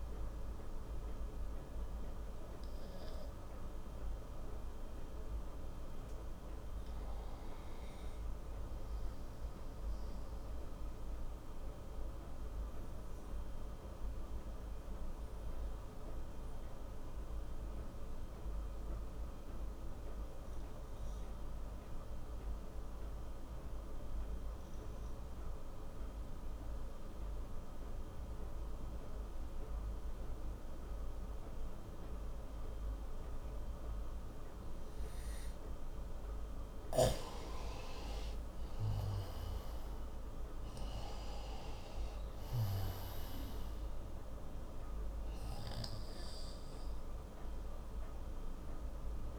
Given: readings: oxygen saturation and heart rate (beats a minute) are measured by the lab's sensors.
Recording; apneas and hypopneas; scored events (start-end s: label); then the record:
breathing in sleep, hard to hear, by a room microphone; 1
0.00-11.50 s: oxygen desaturation (device-marked, oxygen 91% lowest)
10.50-36.00 s: obstructive apnea (oxygen 95% before, 91% lowest)
32.50-49.38 s: oxygen desaturation (device-marked, oxygen 97% before, 91% lowest)
38.00-42.50 s: arousal
From the record:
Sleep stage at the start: N2 (light sleep); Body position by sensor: on the right side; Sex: male